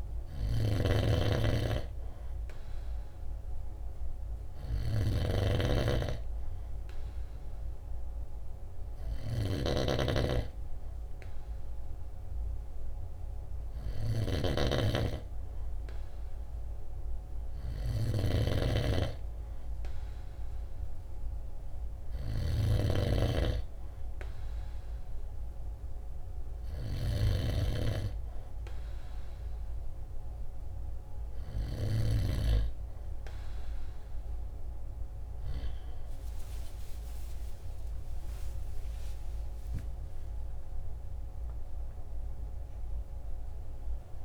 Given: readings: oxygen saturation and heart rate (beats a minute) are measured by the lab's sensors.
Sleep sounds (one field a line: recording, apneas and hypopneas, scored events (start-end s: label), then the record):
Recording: breathing in sleep by a room microphone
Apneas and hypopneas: none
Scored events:
0.00-32.50 s: snoring (device-marked)
36.00-41.50 s: arousal
From the record:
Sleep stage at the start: N2 (light sleep)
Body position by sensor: on the right side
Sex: male